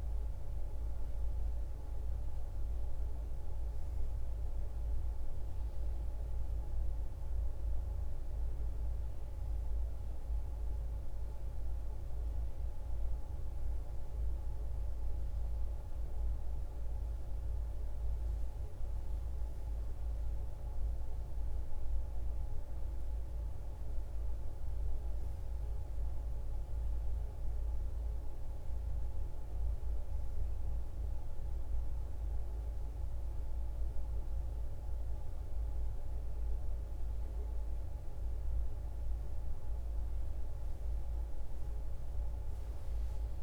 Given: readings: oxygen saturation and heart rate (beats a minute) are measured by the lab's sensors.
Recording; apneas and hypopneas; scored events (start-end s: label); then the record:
a person awake in a sleep study, hard to hear, by a room microphone; none
none scored
From the record:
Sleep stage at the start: awake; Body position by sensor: on the right side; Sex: female